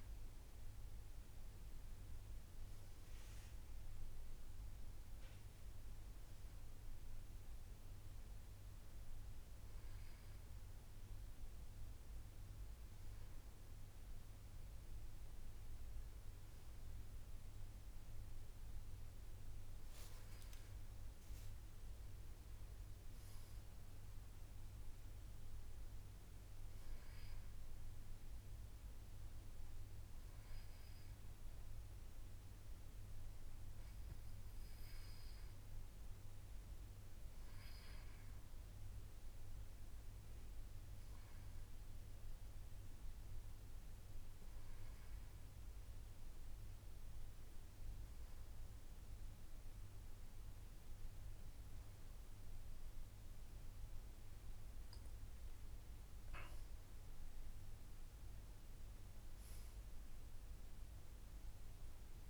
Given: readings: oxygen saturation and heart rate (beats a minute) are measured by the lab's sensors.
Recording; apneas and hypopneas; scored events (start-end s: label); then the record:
breathing in sleep, hard to hear, by a room microphone; none
none scored
From the record:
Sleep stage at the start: N2 (light sleep); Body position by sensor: on the back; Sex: male